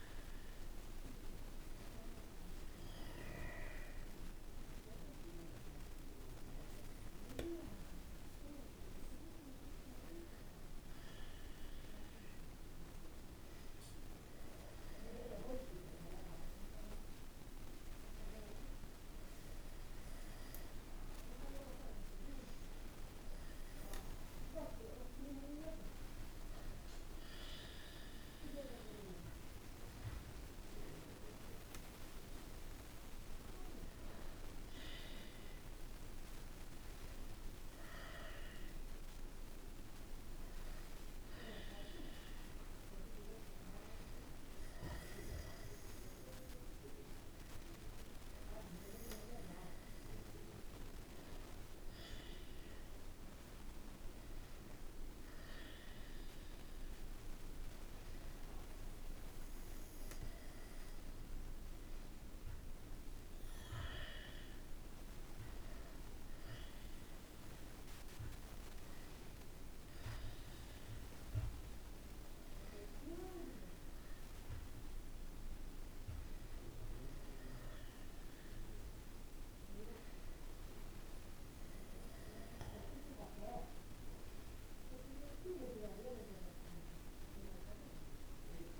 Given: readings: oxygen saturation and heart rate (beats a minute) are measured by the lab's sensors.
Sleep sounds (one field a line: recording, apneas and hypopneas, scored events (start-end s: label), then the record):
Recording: a person awake in a sleep study, by a room microphone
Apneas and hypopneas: none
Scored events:
none scored
From the record:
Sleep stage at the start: awake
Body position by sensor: on the back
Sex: male